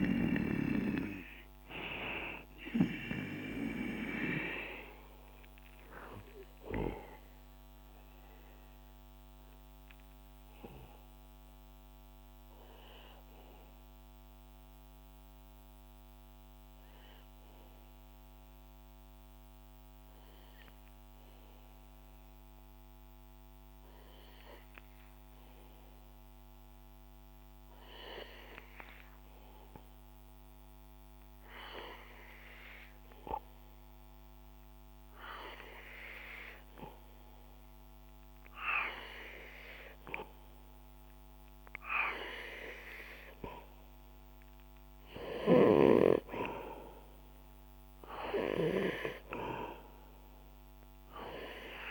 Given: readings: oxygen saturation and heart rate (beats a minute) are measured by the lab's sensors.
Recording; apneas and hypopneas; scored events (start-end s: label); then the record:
breathing in sleep by a microphone on the trachea; 1
0.00-1.50 s: arousal
0.00-23.00 s: oxygen desaturation (device-marked, oxygen 89% lowest, heart rate 59 extreme)
7.50-43.00 s: obstructive apnea (oxygen 95% before, 89% lowest, heart rate 68 before, 59 extreme, up 8 after)
37.00-51.91 s: oxygen desaturation (device-marked, oxygen 98% before, 91% lowest, heart rate 64 before, 61 extreme)
45.50-49.00 s: arousal
From the record:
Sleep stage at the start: N2 (light sleep); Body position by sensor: on the back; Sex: male